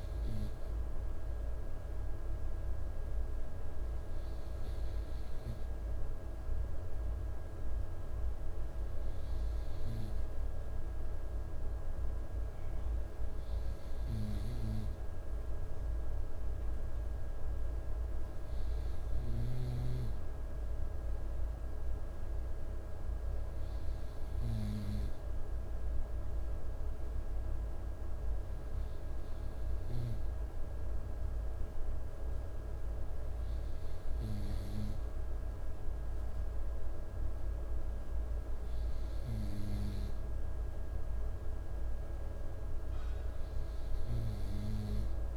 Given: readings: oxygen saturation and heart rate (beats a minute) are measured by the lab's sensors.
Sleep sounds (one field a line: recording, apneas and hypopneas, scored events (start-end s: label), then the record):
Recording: breathing in sleep by a room microphone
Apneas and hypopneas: none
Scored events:
none scored
From the record:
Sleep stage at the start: N2 (light sleep)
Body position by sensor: on the right side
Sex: male